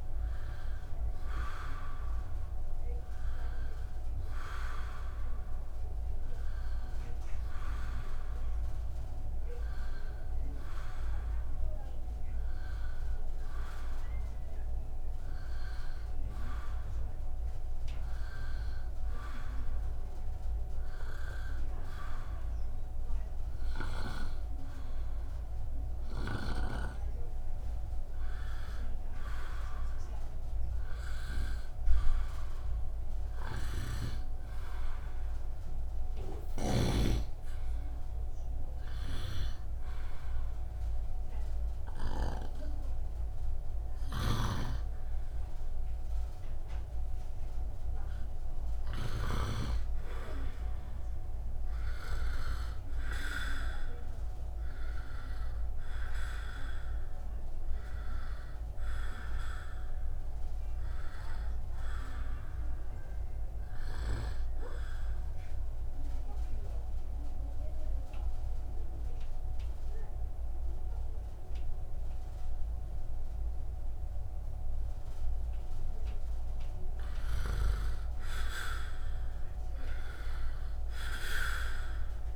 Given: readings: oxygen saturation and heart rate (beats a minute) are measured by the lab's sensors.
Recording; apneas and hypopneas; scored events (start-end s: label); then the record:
breathing in sleep by a room microphone; 2
25.50-52.50 s: oxygen desaturation (device-marked, oxygen 98% before, 91% lowest, heart rate 70 before, 64 extreme)
32.00-36.00 s: arousal
38.50-50.00 s: hypopnea (oxygen 98% before, 84% lowest, heart rate 67 before, 65 extreme, up 1 after)
43.50-82.35 s: new sleep stage, N2 (light sleep)
44.00-49.50 s: snoring (device-marked)
52.50-57.00 s: arousal
58.50-75.50 s: oxygen desaturation (device-marked, oxygen 95% before, 89% lowest, heart rate 66 before, 62 extreme)
64.50-76.00 s: obstructive apnea (oxygen 95% before, 84% lowest, heart rate 66 before, 62 extreme)
78.00-82.00 s: arousal
From the record:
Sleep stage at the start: N1 (lightest sleep); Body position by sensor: upright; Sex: male